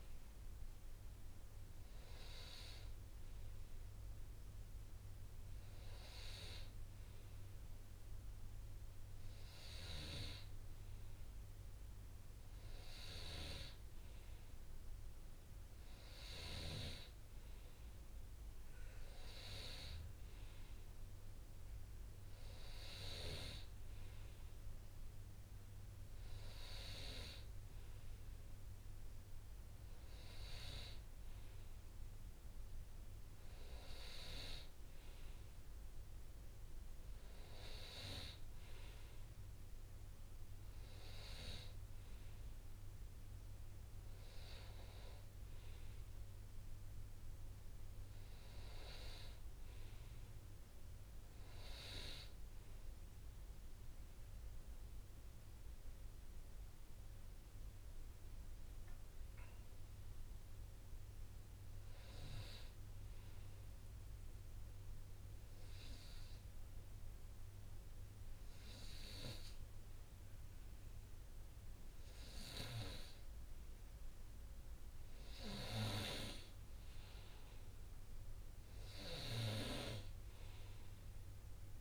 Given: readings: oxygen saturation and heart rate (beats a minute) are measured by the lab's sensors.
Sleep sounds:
breathing in sleep by a room microphone; 1
55.50-59.50 s: arousal
64.00-76.00 s: hypopnea (oxygen 96% before, 94% lowest, heart rate 66 before, 58 extreme)
80.00-81.81 s: arousal
From the record:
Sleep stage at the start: N2 (light sleep); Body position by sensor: on the right side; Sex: male

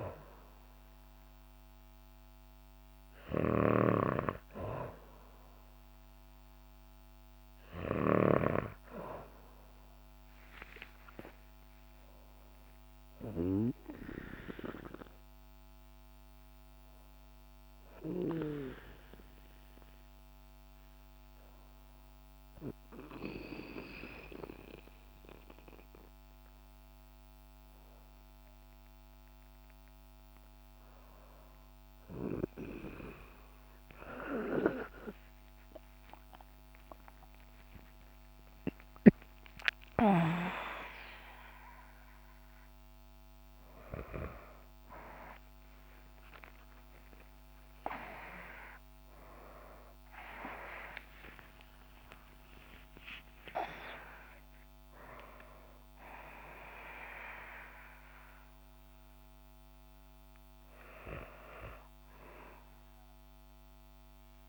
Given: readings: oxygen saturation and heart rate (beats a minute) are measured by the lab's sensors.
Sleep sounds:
a person partly awake in a sleep study, by a microphone on the trachea; none
0.00-8.00 s: snoring (device-marked)
28.50-58.50 s: new sleep stage, awake
58.50-64.49 s: new sleep stage, N2 (light sleep)
From the record:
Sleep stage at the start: N2 (light sleep); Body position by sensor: on the back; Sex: female

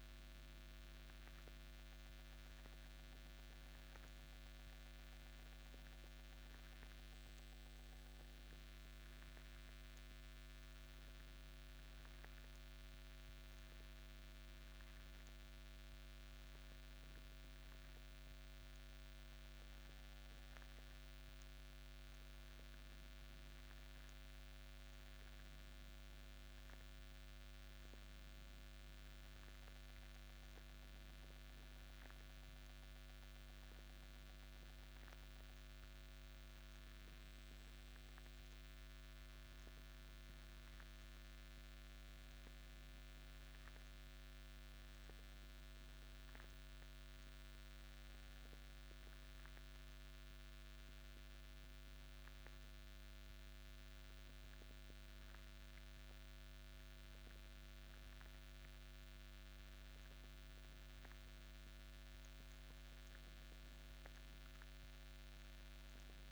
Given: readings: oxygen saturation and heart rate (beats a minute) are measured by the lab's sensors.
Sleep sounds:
breathing in sleep, hard to hear, by a microphone on the trachea; none
none scored
From the record:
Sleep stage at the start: N1 (lightest sleep); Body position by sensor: on the back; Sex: male

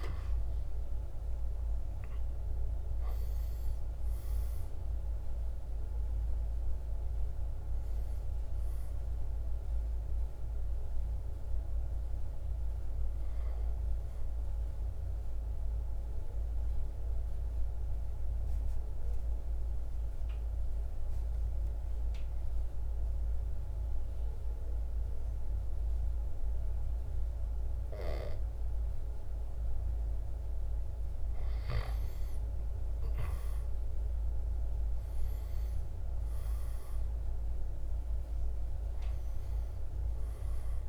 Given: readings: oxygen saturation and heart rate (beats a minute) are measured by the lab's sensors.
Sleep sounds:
breathing in sleep, hard to hear, by a room microphone; 1
0.00-3.50 s: arousal
1.00-14.00 s: drop in pulse transit time (device-marked, heart rate 59 before, 61 extreme)
3.00-26.00 s: oxygen desaturation (device-marked, oxygen 96% before, 90% lowest, heart rate 59 before, 55 extreme)
15.50-31.00 s: obstructive apnea (oxygen 96% before, 90% lowest, heart rate 62 before, 55 extreme, up 4 after)
32.50-36.50 s: arousal
35.00-40.89 s: drop in pulse transit time (device-marked, heart rate 58 before, 59 extreme)
From the record:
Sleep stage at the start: N2 (light sleep); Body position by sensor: on the right side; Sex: male

